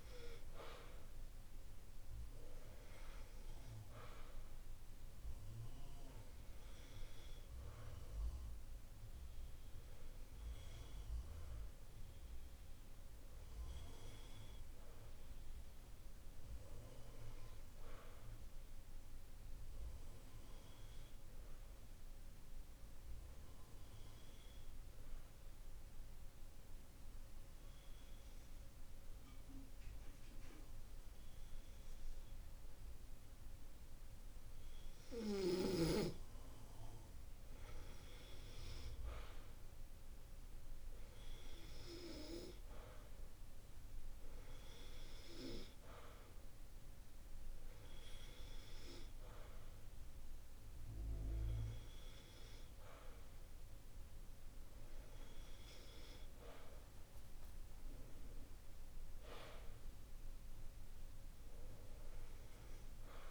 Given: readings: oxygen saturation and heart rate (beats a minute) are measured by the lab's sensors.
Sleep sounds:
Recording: breathing in sleep by a room microphone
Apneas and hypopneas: 1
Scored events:
19.00-35.50 s: hypopnea (oxygen 95% before, 94% lowest, heart rate 52 before, 49 extreme, up 12 after)
37.00-41.00 s: arousal
From the record:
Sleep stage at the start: N2 (light sleep)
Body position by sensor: on the back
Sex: male

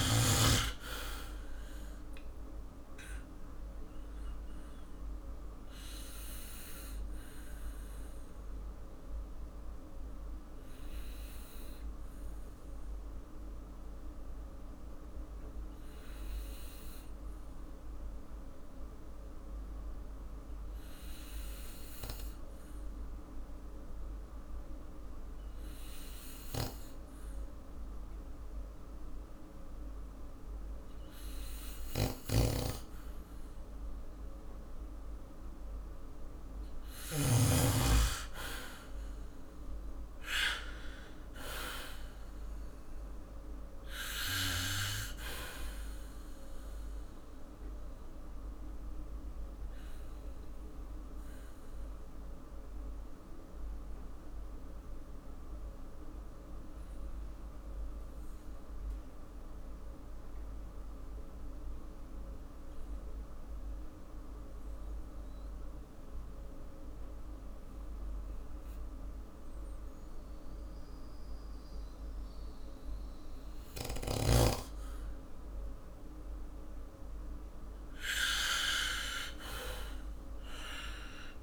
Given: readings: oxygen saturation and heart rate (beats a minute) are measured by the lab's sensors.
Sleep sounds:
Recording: breathing in sleep by a room microphone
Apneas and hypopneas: 2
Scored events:
0.00-24.00 s: oxygen desaturation (device-marked, oxygen 93% lowest, heart rate 48 extreme)
3.50-34.00 s: obstructive apnea (oxygen 98% before, 93% lowest, heart rate 52 before, 47 extreme, up 5 after)
31.50-37.00 s: snoring (device-marked)
33.00-43.00 s: oxygen desaturation (device-marked, oxygen 97% before, 94% lowest, heart rate 52 before, 47 extreme)
38.50-42.50 s: arousal
46.50-76.00 s: obstructive apnea (oxygen 98% before, 94% lowest, heart rate 56 before, 47 extreme)
64.00-79.00 s: oxygen desaturation (device-marked, oxygen 98% before, 94% lowest, heart rate 51 before, 52 extreme)
80.00-81.43 s: long interval between heartbeats (device-marked, heart rate 52 before, 79 extreme)
80.00-81.43 s: new sleep stage, awake
From the record:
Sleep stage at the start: N2 (light sleep)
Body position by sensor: on the back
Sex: male

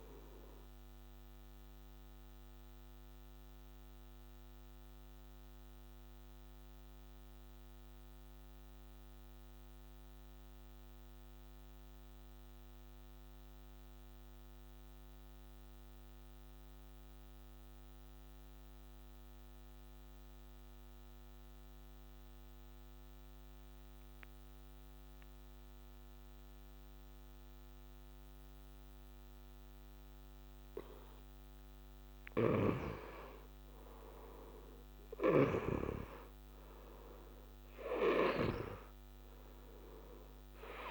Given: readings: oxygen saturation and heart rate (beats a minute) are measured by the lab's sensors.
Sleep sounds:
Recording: breathing in sleep by a microphone on the trachea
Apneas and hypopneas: 1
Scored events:
0.00-11.50 s: oxygen desaturation (device-marked, oxygen 86% lowest, heart rate 60 extreme)
1.00-29.50 s: obstructive apnea (oxygen 96% before, 86% lowest, heart rate 68 before, 60 extreme, up 7 after)
24.50-40.91 s: oxygen desaturation (device-marked, oxygen 98% before, 87% lowest, heart rate 61 before, 60 extreme)
32.50-36.00 s: arousal
From the record:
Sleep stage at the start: N2 (light sleep)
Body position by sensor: on the back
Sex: male

